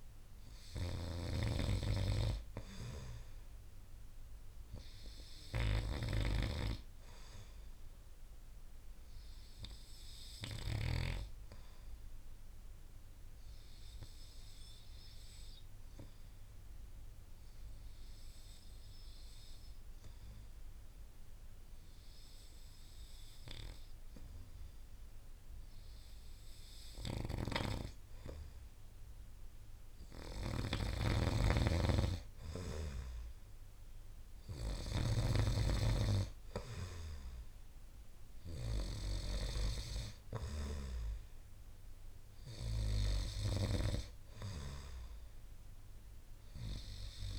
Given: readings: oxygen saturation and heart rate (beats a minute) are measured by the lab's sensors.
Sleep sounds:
breathing in sleep by a room microphone; 1
0.00-1.00 s: arousal
0.00-11.00 s: snoring (device-marked)
0.00-13.00 s: oxygen desaturation (device-marked, oxygen 92% lowest)
9.50-29.00 s: obstructive apnea (oxygen 98% before, 90% lowest)
27.00-44.00 s: snoring (device-marked)
31.50-35.50 s: arousal
38.00-47.39 s: oxygen desaturation (device-marked, oxygen 95% before, 90% lowest)
From the record:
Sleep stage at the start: N2 (light sleep); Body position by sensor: on the right side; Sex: male

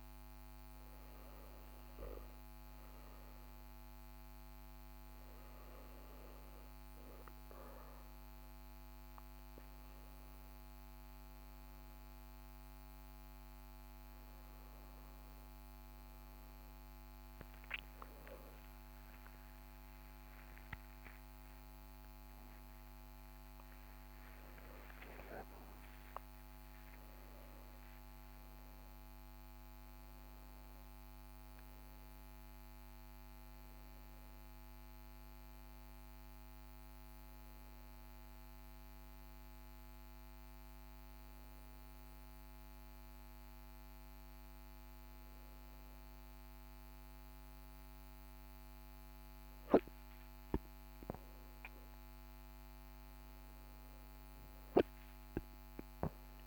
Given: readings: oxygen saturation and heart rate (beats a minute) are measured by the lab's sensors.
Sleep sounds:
a person awake in a sleep study, hard to hear, by a microphone on the trachea; none
8.50-56.47 s: new sleep stage, awake
28.50-35.50 s: oxygen desaturation (device-marked, oxygen 98% before, 95% lowest, heart rate 46 before, 46 extreme)
From the record:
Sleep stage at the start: N2 (light sleep); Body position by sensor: on the right side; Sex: male

